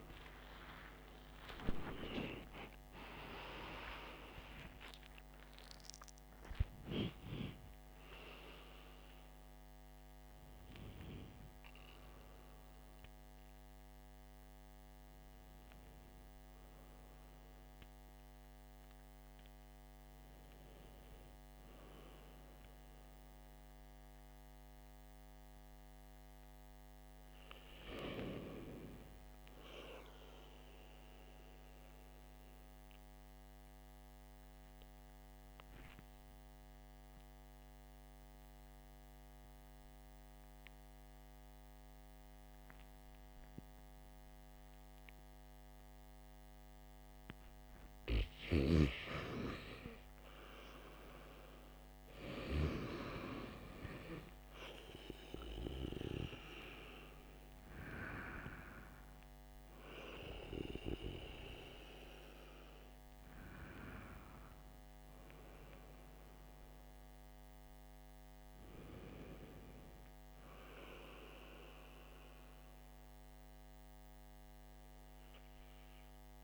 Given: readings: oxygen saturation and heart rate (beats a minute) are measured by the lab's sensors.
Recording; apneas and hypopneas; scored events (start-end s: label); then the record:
breathing in sleep by a microphone on the trachea; 1
0.00-3.00 s: arousal
0.00-30.50 s: oxygen desaturation (device-marked, oxygen 71% lowest, heart rate 49 extreme)
34.50-46.50 s: obstructive apnea (oxygen 100% before, 91% lowest, heart rate 69 before, 49 extreme, up 8 after)
51.50-55.50 s: arousal
70.50-76.44 s: oxygen desaturation (device-marked, oxygen 95% before, 91% lowest, heart rate 57 before, 48 extreme)
From the record:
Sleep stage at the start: REM sleep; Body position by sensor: on the back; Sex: male